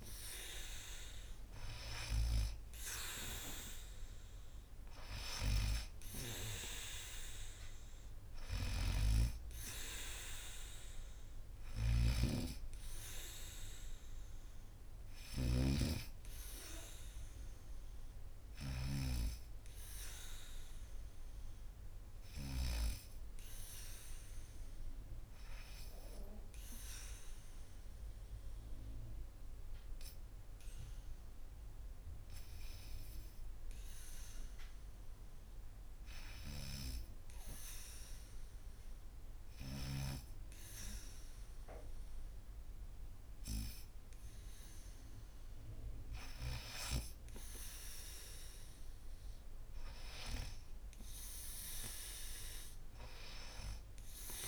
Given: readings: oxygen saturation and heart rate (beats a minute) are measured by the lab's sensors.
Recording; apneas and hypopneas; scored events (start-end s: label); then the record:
breathing in sleep by a room microphone; 1
0.00-12.00 s: oxygen desaturation (device-marked, oxygen 89% lowest, heart rate 74 extreme)
8.00-18.50 s: snoring (device-marked)
19.50-23.00 s: arousal
27.00-45.00 s: hypopnea (oxygen 99% before, 86% lowest, heart rate 79 before, 74 extreme, up 5 after)
46.00-54.48 s: oxygen desaturation (device-marked, oxygen 97% before, 94% lowest, heart rate 75 before, 73 extreme)
47.50-52.00 s: arousal
From the record:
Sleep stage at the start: N2 (light sleep); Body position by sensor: on the back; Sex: female